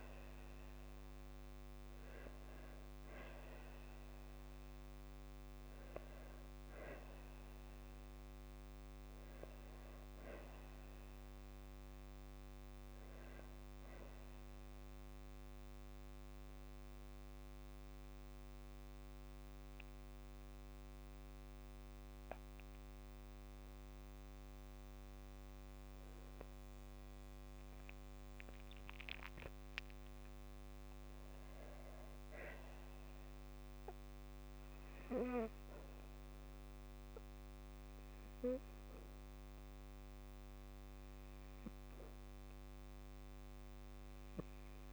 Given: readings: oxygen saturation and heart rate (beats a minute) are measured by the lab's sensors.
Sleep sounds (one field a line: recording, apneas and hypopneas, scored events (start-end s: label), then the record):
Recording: breathing in sleep by a microphone on the trachea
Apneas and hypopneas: 1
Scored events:
5.00-9.50 s: arousal
8.50-23.50 s: oxygen desaturation (device-marked, oxygen 96% before, 93% lowest, heart rate 61 before, 55 extreme)
16.00-29.00 s: obstructive apnea (oxygen 96% before, 93% lowest, heart rate 59 before, 55 extreme, up 3 after)
30.50-34.00 s: arousal
From the record:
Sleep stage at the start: N2 (light sleep)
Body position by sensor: on the back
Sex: female